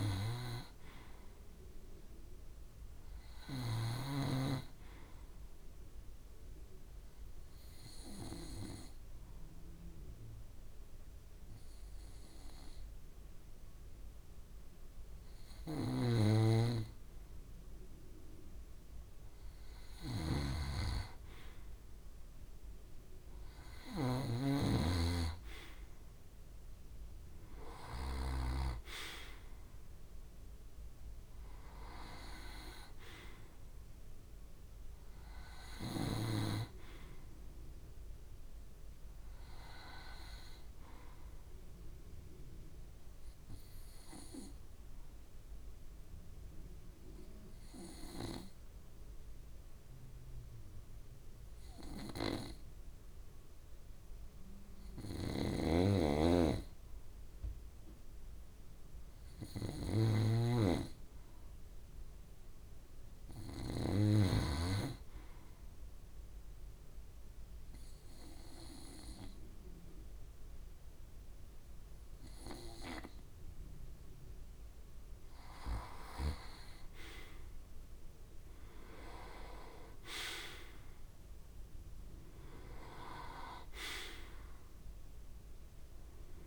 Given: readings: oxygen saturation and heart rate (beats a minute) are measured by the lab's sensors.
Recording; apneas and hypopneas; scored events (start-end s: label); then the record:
breathing in sleep by a room microphone; 2
0.00-2.50 s: arousal
6.00-16.50 s: mixed apnea (oxygen 94% before, 91% lowest, heart rate 65 before, 64 extreme, up 1 after)
15.50-28.00 s: snoring (device-marked)
19.00-22.50 s: arousal
41.50-57.00 s: obstructive apnea (oxygen 94% before, 89% lowest, heart rate 65 before, 64 extreme, up 4 after)
55.00-63.50 s: snoring (device-marked)
59.50-63.00 s: arousal
70.50-86.47 s: oxygen desaturation (device-marked, oxygen 95% before, 90% lowest, heart rate 67 before, 56 extreme)
From the record:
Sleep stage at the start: N2 (light sleep); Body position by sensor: on the back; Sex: male